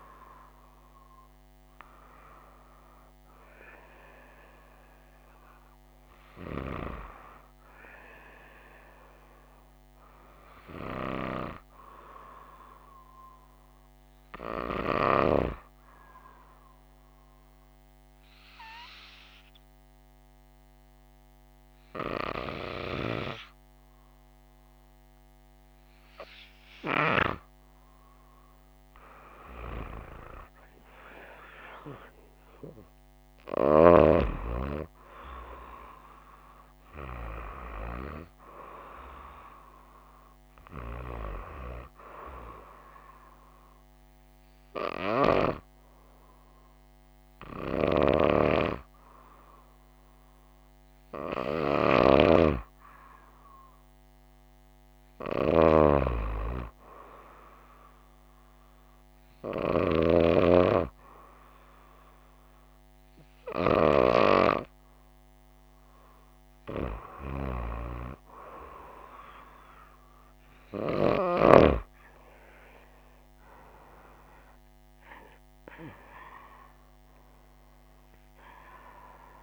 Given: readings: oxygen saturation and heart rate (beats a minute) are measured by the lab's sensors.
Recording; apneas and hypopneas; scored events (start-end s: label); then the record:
breathing in sleep by a microphone on the trachea; 2
16.00-29.00 s: hypopnea (oxygen 96% before, 93% lowest, heart rate 59 before, 54 extreme, up 5 after)
32.50-37.00 s: arousal
44.00-54.00 s: hypopnea (oxygen 95% before, 93% lowest, heart rate 59 before, 55 extreme, up 3 after)
54.00-57.00 s: arousal
From the record:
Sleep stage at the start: N2 (light sleep); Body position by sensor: on the right side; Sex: female